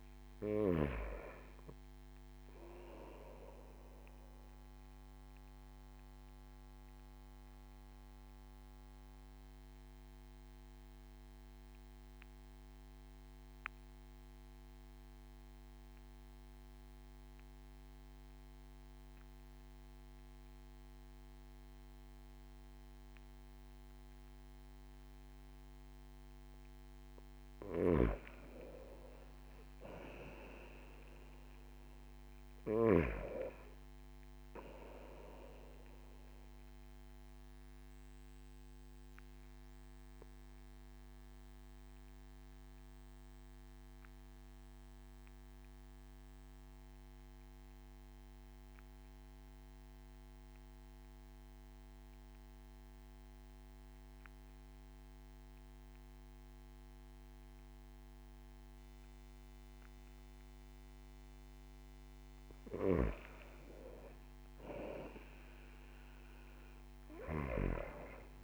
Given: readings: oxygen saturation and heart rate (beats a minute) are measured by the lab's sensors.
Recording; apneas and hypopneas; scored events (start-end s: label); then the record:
breathing in sleep by a microphone on the trachea; 2
0.00-16.00 s: oxygen desaturation (device-marked, oxygen 93% lowest)
7.00-26.50 s: obstructive apnea (oxygen 97% before, 91% lowest)
26.00-50.00 s: oxygen desaturation (device-marked, oxygen 97% before, 92% lowest)
28.50-32.50 s: arousal
38.00-62.50 s: obstructive apnea (oxygen 97% before, 91% lowest)
60.00-68.44 s: oxygen desaturation (device-marked, oxygen 98% before, 91% lowest)
64.00-68.00 s: arousal
From the record:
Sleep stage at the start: N2 (light sleep); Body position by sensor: on the back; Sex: male